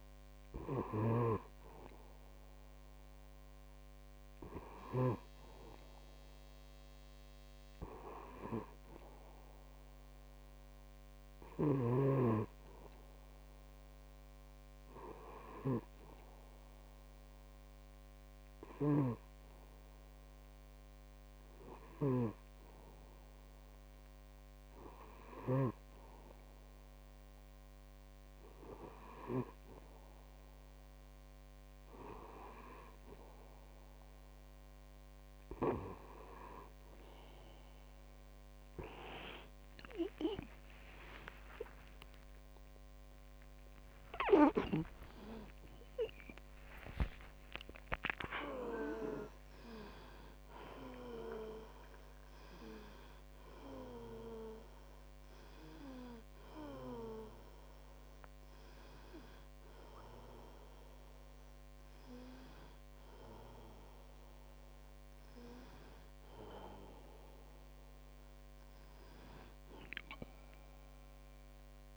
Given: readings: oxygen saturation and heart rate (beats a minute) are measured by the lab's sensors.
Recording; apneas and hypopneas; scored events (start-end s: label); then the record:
breathing in sleep by a microphone on the trachea; none
0.00-1.50 s: snoring (device-marked)
38.50-46.50 s: tachycardia (device-marked, heart rate 54 before, 200 extreme)
41.00-47.00 s: arousal
48.50-71.97 s: new sleep stage, N1 (lightest sleep)
From the record:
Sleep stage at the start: N2 (light sleep); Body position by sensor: on the back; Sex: male